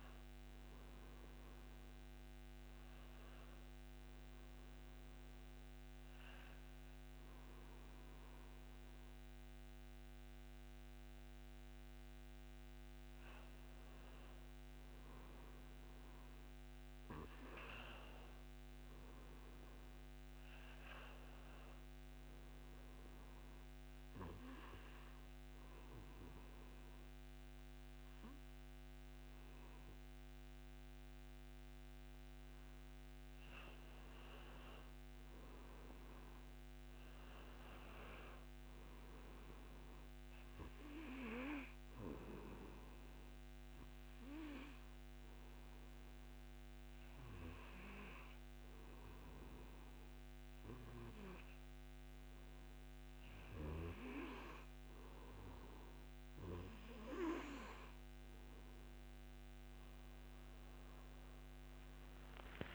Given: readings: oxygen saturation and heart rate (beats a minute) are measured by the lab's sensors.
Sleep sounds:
breathing in sleep by a microphone on the trachea; 3
5.00-15.00 s: obstructive apnea (oxygen 96% before, 90% lowest)
16.50-19.00 s: arousal
21.50-29.50 s: oxygen desaturation (device-marked, oxygen 97% before, 93% lowest)
22.50-33.00 s: obstructive apnea (oxygen 97% before, 90% lowest)
34.50-37.50 s: arousal
40.50-53.50 s: oxygen desaturation (device-marked, oxygen 95% before, 90% lowest)
41.00-57.50 s: obstructive apnea (oxygen 97% before, 90% lowest)
From the record:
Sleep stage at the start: N2 (light sleep); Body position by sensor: on the back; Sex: male

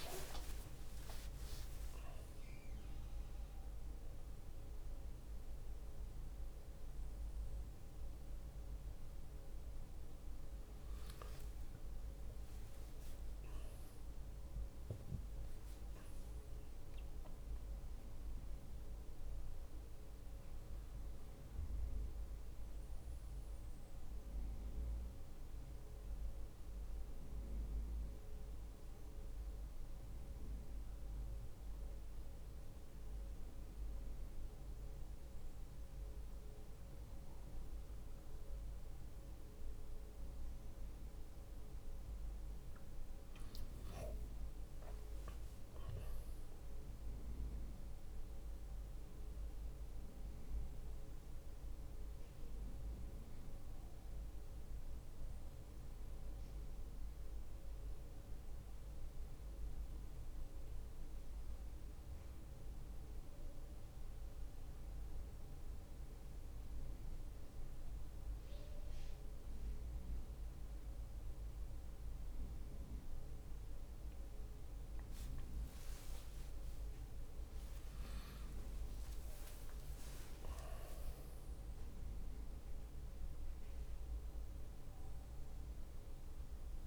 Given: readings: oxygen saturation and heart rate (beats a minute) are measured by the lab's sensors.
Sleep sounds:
a person awake in a sleep study, hard to hear, by a room microphone; none
none scored
From the record:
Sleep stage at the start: awake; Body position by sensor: on the right side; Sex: male

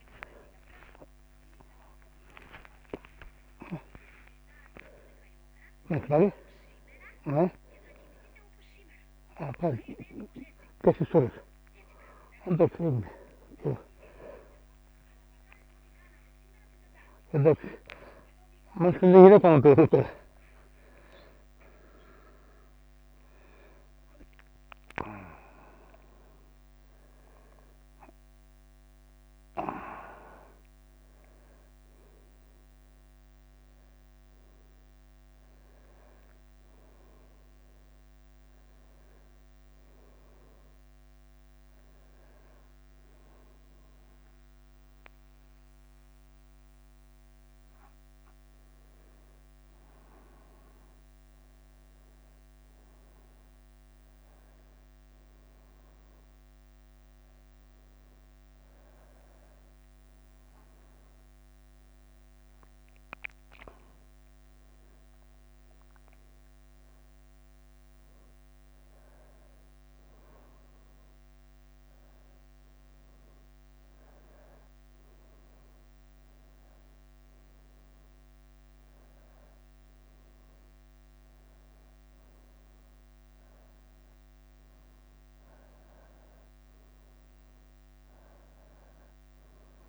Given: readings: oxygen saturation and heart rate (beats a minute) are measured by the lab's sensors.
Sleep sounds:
a person awake in a sleep study, by a microphone on the trachea; none
0.00-2.00 s: tachycardia (device-marked, heart rate 54 before, 94 extreme)
5.00-89.89 s: new sleep stage, awake
6.00-10.50 s: snoring (device-marked)
7.50-9.50 s: long interval between heartbeats (device-marked, heart rate 72 before, 86 extreme)
12.50-18.00 s: snoring (device-marked)
21.50-23.50 s: long interval between heartbeats (device-marked, heart rate 79 before, 80 extreme)
32.50-34.50 s: long interval between heartbeats (device-marked, heart rate 67 before, 70 extreme)
35.00-42.00 s: bradycardia (device-marked, heart rate 55 before, 53 extreme)
72.50-74.50 s: long interval between heartbeats (device-marked, heart rate 64 before, 78 extreme)
74.00-87.00 s: bradycardia (device-marked, heart rate 56 before, 47 extreme)
81.00-83.00 s: long interval between heartbeats (device-marked, heart rate 64 before, 52 extreme)
From the record:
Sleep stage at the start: N2 (light sleep); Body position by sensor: on the back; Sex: male

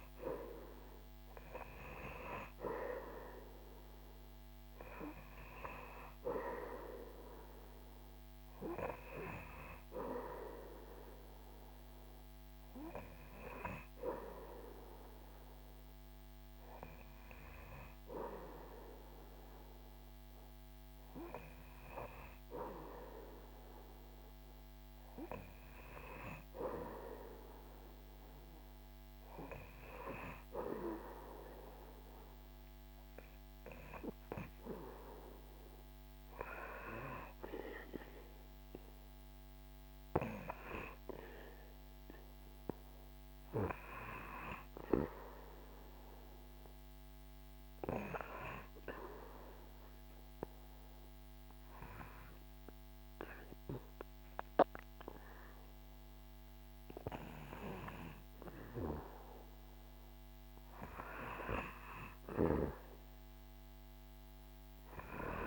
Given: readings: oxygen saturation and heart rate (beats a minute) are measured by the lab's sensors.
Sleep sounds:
breathing in sleep by a microphone on the trachea; 1
2.00-23.00 s: oxygen desaturation (device-marked, oxygen 97% before, 94% lowest, heart rate 72 before, 68 extreme)
47.50-59.00 s: obstructive apnea (oxygen 96% before, 93% lowest, heart rate 78 before, 71 extreme, up 2 after)
61.50-65.47 s: arousal
From the record:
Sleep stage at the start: N2 (light sleep); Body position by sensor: on the back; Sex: male

